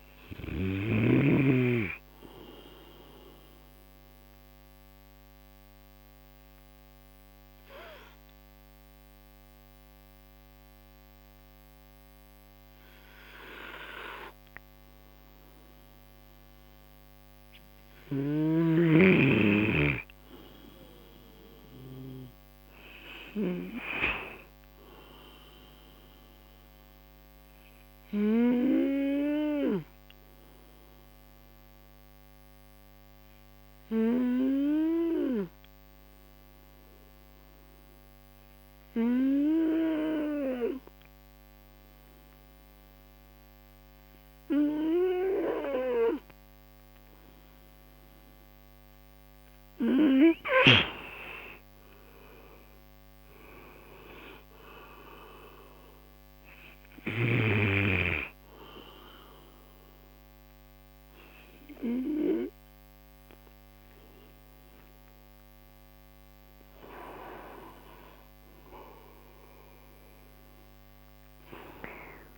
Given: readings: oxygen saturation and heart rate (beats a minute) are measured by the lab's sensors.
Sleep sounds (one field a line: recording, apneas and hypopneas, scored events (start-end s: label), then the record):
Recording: breathing in sleep by a microphone on the trachea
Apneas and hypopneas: 3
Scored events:
1.00-17.00 s: oxygen desaturation (device-marked, oxygen 96% before, 88% lowest)
3.00-20.50 s: obstructive apnea (oxygen 97% before, 85% lowest)
21.50-24.50 s: arousal
24.00-34.00 s: oxygen desaturation (device-marked, oxygen 98% before, 92% lowest)
27.50-48.00 s: obstructive apnea (oxygen 98% before, 85% lowest)
48.00-71.00 s: oxygen desaturation (device-marked, oxygen 96% before, 85% lowest)
51.00-53.50 s: arousal
56.00-67.50 s: obstructive apnea (oxygen 96% before, 85% lowest)
From the record:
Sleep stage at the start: N2 (light sleep)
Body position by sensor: on the right side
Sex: male